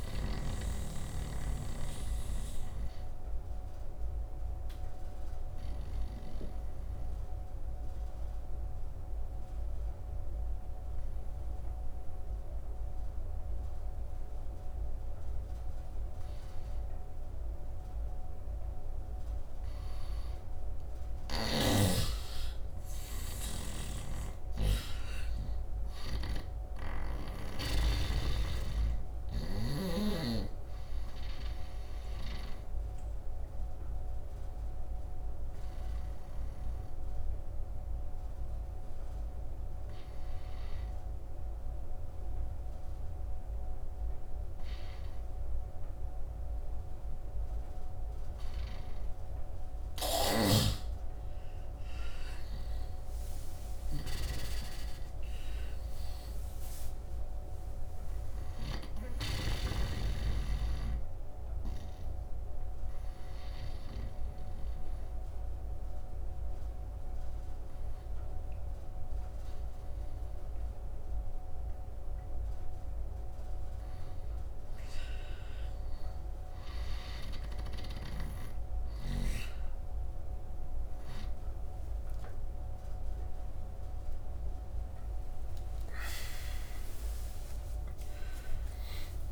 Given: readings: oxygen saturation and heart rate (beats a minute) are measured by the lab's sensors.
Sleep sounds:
breathing in sleep by a room microphone; 3
0.00-16.00 s: oxygen desaturation (device-marked, oxygen 88% lowest, heart rate 70 extreme)
0.50-20.00 s: obstructive apnea (oxygen 100% before, 87% lowest, heart rate 74 before, 70 extreme, up 13 after)
21.00-48.00 s: oxygen desaturation (device-marked, oxygen 99% before, 88% lowest, heart rate 74 before, 71 extreme)
22.50-26.50 s: arousal
23.50-27.00 s: snoring (device-marked)
33.00-49.00 s: obstructive apnea (oxygen 99% before, 87% lowest, heart rate 77 before, 71 extreme, up 13 after)
50.00-58.00 s: snoring (device-marked)
52.00-55.50 s: arousal
63.50-75.50 s: obstructive apnea (oxygen 99% before, 87% lowest, heart rate 78 before, 75 extreme, up 7 after)
72.00-79.00 s: oxygen desaturation (device-marked, oxygen 94% before, 87% lowest, heart rate 79 before, 79 extreme)
77.50-81.00 s: snoring (device-marked)
83.00-87.50 s: arousal
86.50-88.50 s: long interval between heartbeats (device-marked, heart rate 79 before, 89 extreme)
From the record:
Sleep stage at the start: N2 (light sleep); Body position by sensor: on the right side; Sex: male

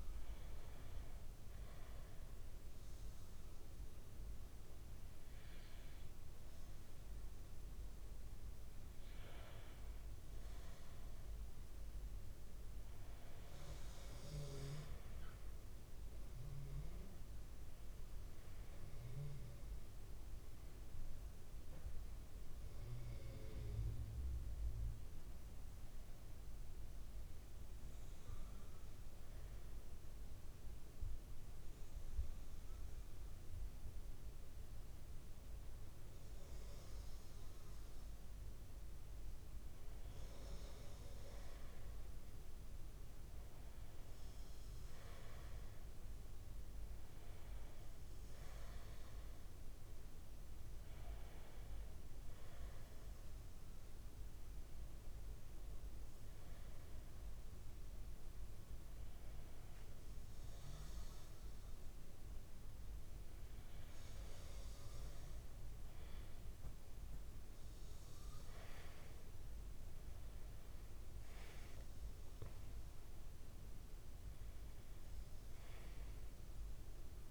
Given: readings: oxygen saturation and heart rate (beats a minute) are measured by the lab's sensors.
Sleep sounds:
breathing in sleep, hard to hear, by a room microphone; 2
0.50-11.50 s: obstructive apnea (oxygen 97% before, 95% lowest)
14.00-17.50 s: arousal
46.50-49.50 s: arousal
52.50-62.50 s: hypopnea (oxygen 96% before, 95% lowest)
69.50-74.00 s: arousal
From the record:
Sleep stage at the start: N1 (lightest sleep); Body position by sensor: on the back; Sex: male

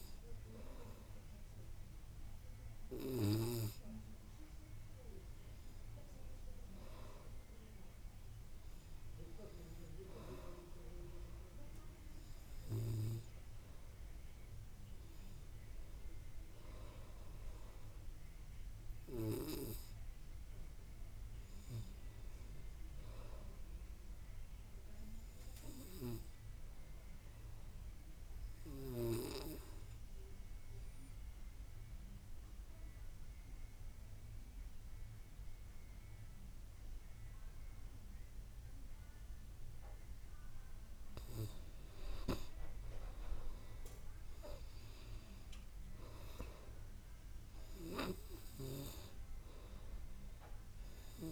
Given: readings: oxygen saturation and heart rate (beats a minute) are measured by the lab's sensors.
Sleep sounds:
breathing in sleep by a room microphone; 1
0.00-18.00 s: oxygen desaturation (device-marked, oxygen 93% lowest, heart rate 54 extreme)
20.50-23.50 s: arousal
28.00-41.50 s: obstructive apnea (oxygen 95% before, 88% lowest, heart rate 56 before, 54 extreme, up 7 after)
45.50-49.50 s: arousal
From the record:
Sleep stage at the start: N2 (light sleep); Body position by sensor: on the back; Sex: male

